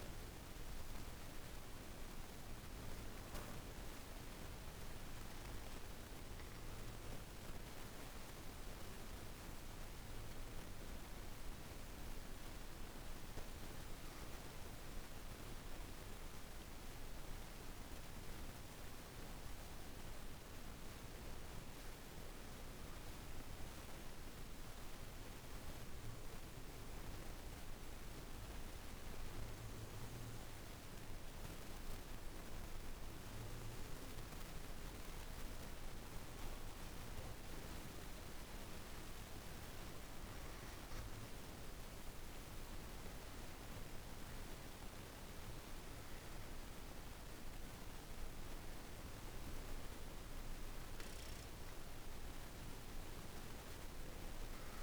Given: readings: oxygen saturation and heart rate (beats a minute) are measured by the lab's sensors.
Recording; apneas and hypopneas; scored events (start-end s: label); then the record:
breathing in sleep, hard to hear, by a room microphone; 1
0.00-16.00 s: oxygen desaturation (device-marked, oxygen 93% lowest, heart rate 49 extreme)
15.50-38.00 s: obstructive apnea (oxygen 97% before, 88% lowest, heart rate 52 before, 49 extreme, up 4 after)
36.00-54.83 s: oxygen desaturation (device-marked, oxygen 98% before, 88% lowest, heart rate 52 before, 49 extreme)
38.00-41.00 s: arousal
From the record:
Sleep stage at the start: N2 (light sleep); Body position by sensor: on the back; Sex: female